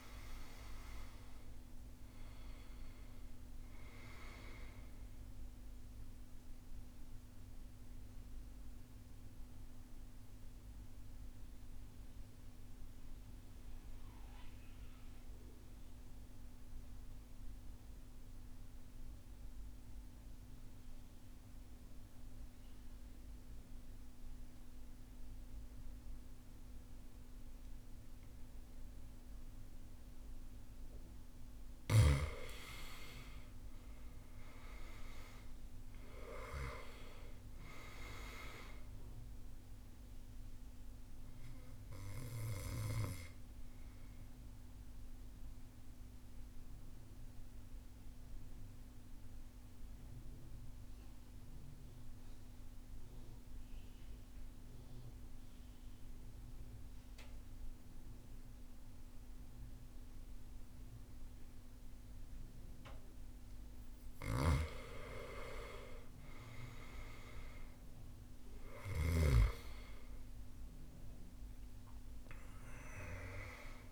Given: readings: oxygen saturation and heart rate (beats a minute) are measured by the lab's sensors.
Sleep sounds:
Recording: breathing in sleep by a room microphone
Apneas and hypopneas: 2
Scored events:
0.00-26.00 s: oxygen desaturation (device-marked, oxygen 80% lowest, heart rate 47 extreme)
5.00-30.50 s: mixed apnea (oxygen 99% before, 80% lowest, heart rate 63 before, 47 extreme, up 12 after)
32.50-37.00 s: arousal
33.00-60.00 s: oxygen desaturation (device-marked, oxygen 99% before, 88% lowest, heart rate 53 before, 48 extreme)
44.50-63.00 s: mixed apnea (oxygen 99% before, 84% lowest, heart rate 59 before, 48 extreme, up 11 after)
65.00-68.50 s: arousal
65.00-73.92 s: oxygen desaturation (device-marked, oxygen 99% before, 87% lowest, heart rate 53 before, 48 extreme)
From the record:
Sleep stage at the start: N2 (light sleep)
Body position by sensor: on the right side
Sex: male

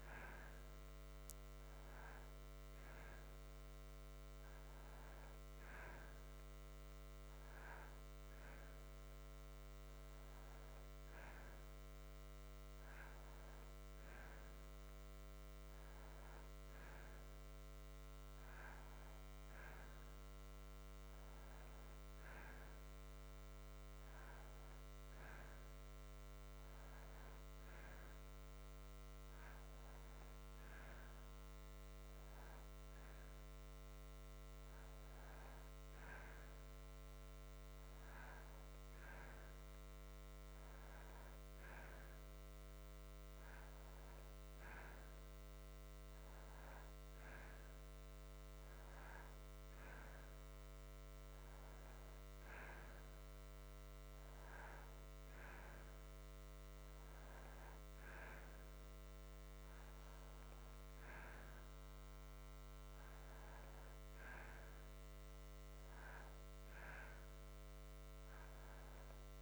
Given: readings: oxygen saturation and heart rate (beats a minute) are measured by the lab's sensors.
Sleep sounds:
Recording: breathing in sleep by a microphone on the trachea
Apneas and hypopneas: none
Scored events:
none scored
From the record:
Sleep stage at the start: N2 (light sleep)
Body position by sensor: on the back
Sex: male

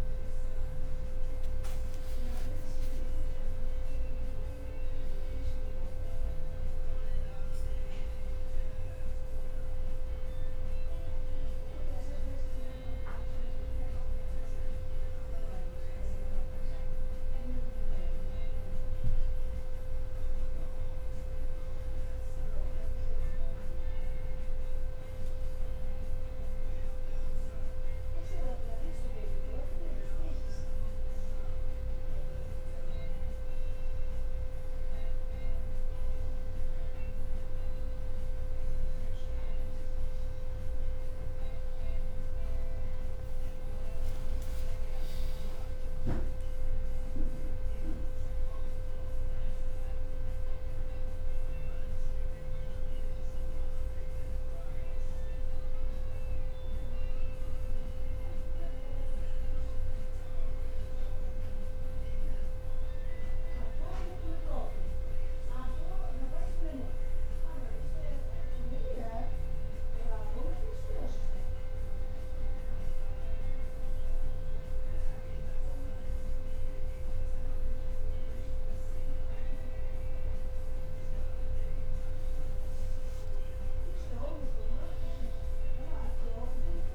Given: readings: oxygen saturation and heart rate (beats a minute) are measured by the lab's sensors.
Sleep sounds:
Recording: breathing in sleep, hard to hear, by a room microphone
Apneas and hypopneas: none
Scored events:
1.00-3.50 s: leg movement (device-marked)
36.00-38.00 s: bradycardia (device-marked, heart rate 61 before, 60 extreme)
44.00-48.00 s: arousal
44.00-86.95 s: new sleep stage, N1 (lightest sleep)
81.50-83.00 s: leg movement (device-marked)
82.00-84.00 s: long interval between heartbeats (device-marked, heart rate 61 before, 69 extreme)
From the record:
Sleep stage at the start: N2 (light sleep)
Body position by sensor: on the back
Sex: male

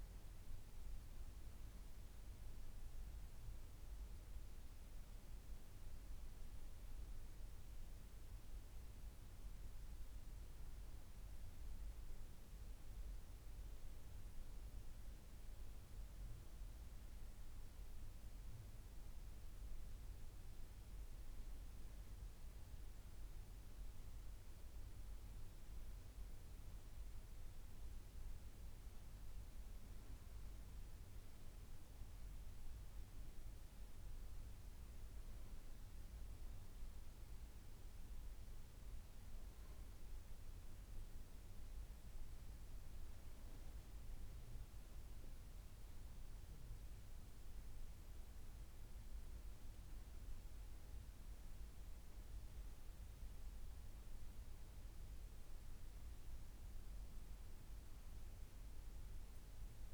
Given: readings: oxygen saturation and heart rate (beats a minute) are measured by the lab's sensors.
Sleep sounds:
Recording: breathing in sleep, hard to hear, by a room microphone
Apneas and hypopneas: none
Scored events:
none scored
From the record:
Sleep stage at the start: N2 (light sleep)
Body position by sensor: on the back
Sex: female

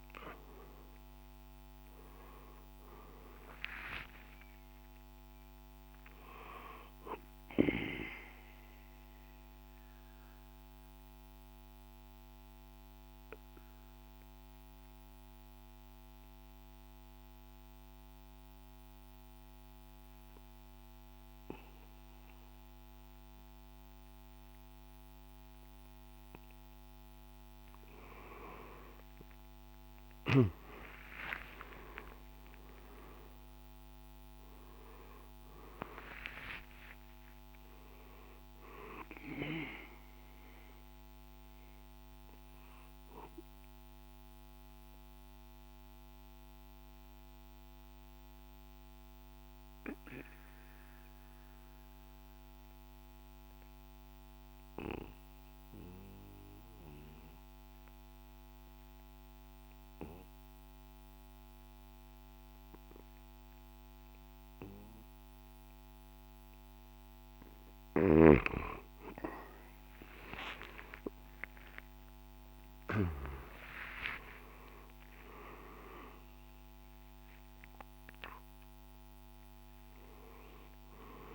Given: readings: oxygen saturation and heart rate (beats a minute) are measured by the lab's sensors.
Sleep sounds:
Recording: breathing in sleep by a microphone on the trachea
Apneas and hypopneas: 2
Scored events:
0.00-12.50 s: drop in pulse transit time (device-marked, heart rate 55 extreme)
7.50-23.50 s: oxygen desaturation (device-marked, oxygen 97% before, 92% lowest, heart rate 64 before, 53 extreme)
7.50-25.00 s: obstructive apnea (oxygen 98% before, 89% lowest, heart rate 64 before, 53 extreme, up 10 after)
28.00-33.00 s: arousal
31.50-42.50 s: drop in pulse transit time (device-marked, heart rate 56 before, 63 extreme)
36.50-55.50 s: oxygen desaturation (device-marked, oxygen 97% before, 89% lowest, heart rate 60 before, 53 extreme)
42.00-67.00 s: obstructive apnea (oxygen 97% before, 87% lowest, heart rate 65 before, 52 extreme, up 21 after)
67.50-81.35 s: oxygen desaturation (device-marked, oxygen 98% before, 87% lowest, heart rate 56 before, 52 extreme)
69.50-74.50 s: arousal
73.50-81.35 s: drop in pulse transit time (device-marked, heart rate 59 before, 55 extreme)
From the record:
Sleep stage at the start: N2 (light sleep)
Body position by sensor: on the right side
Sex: male

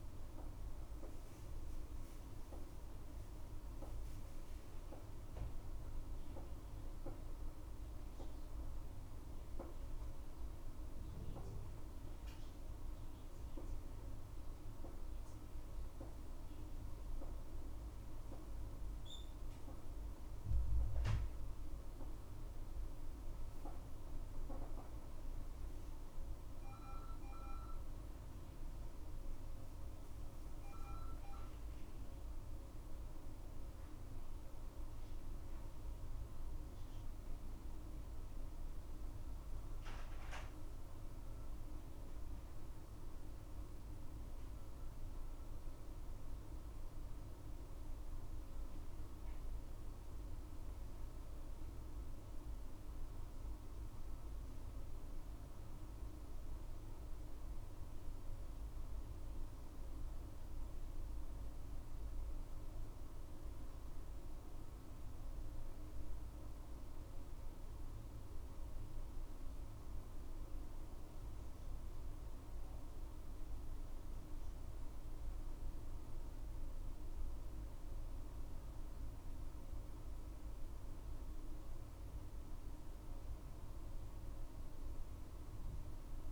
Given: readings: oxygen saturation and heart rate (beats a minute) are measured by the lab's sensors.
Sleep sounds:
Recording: breathing in sleep, hard to hear, by a room microphone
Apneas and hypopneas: none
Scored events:
none scored
From the record:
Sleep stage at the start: N1 (lightest sleep)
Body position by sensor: on the back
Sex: female

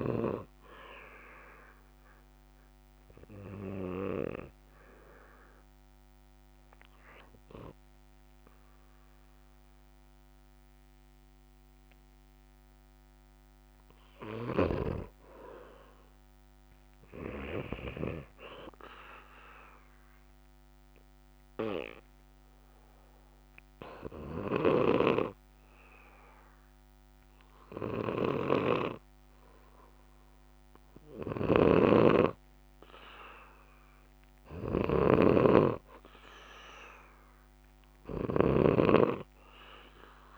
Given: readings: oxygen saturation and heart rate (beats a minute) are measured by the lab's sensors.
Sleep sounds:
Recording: breathing in sleep by a microphone on the trachea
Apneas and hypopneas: 2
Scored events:
0.00-3.00 s: oxygen desaturation (device-marked, oxygen 89% lowest, heart rate 61 extreme)
2.00-13.50 s: hypopnea (oxygen 95% before, 90% lowest, heart rate 67 before, 61 extreme, up 4 after)
15.50-18.00 s: arousal
19.00-26.00 s: oxygen desaturation (device-marked, oxygen 97% before, 93% lowest, heart rate 65 before, 61 extreme)
22.00-34.00 s: hypopnea (oxygen 97% before, 90% lowest, heart rate 66 before, 62 extreme, up 7 after)
31.50-39.00 s: snoring (device-marked)
36.00-39.00 s: arousal
From the record:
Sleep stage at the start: N2 (light sleep)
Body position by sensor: on the back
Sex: male

